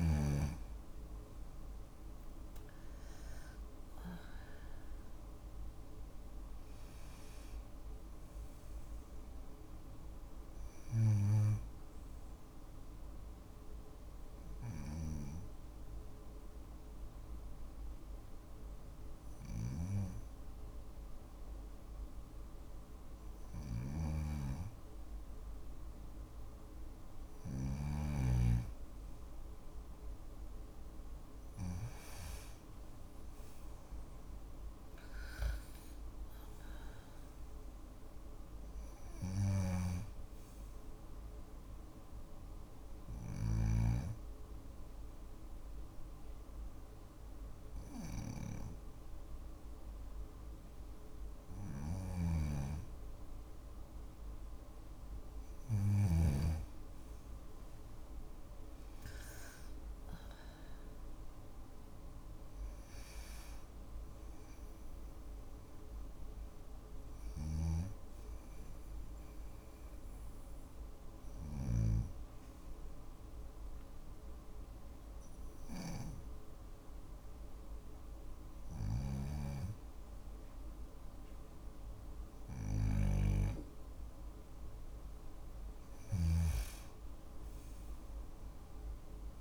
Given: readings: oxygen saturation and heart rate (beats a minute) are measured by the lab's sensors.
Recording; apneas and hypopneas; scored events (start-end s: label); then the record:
breathing in sleep by a room microphone; 3
0.00-4.00 s: arousal
3.50-24.50 s: oxygen desaturation (device-marked, oxygen 97% before, 93% lowest, heart rate 68 before, 53 extreme)
13.00-24.50 s: hypopnea (oxygen 97% before, 93% lowest, heart rate 71 before, 54 extreme, up 12 after)
22.50-27.00 s: snoring (device-marked)
30.50-35.50 s: arousal
38.50-43.00 s: snoring (device-marked)
40.50-51.00 s: hypopnea (oxygen 97% before, 93% lowest, heart rate 63 before, 53 extreme, up 13 after)
51.00-55.00 s: snoring (device-marked)
53.50-57.50 s: arousal
66.00-71.00 s: snoring (device-marked)
67.50-78.50 s: hypopnea (oxygen 96% before, 93% lowest, heart rate 59 before, 53 extreme, up 3 after)
77.50-89.41 s: snoring (device-marked)
82.00-85.50 s: arousal
From the record:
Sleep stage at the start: N2 (light sleep); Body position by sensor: on the back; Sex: female